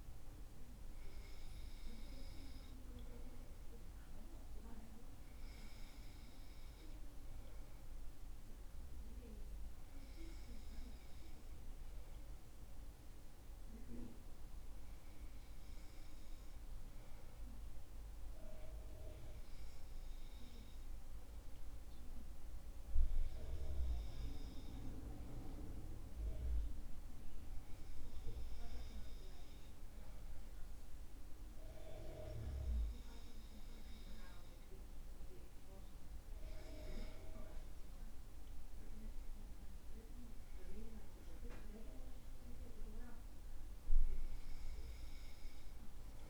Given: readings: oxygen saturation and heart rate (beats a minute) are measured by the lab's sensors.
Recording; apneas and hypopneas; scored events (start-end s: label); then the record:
breathing in sleep by a room microphone; 1
17.00-35.00 s: hypopnea (oxygen 96% before, 94% lowest, heart rate 66 before, 64 extreme, up 9 after)
35.00-39.50 s: arousal
From the record:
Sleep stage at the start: N2 (light sleep); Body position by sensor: on the back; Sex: male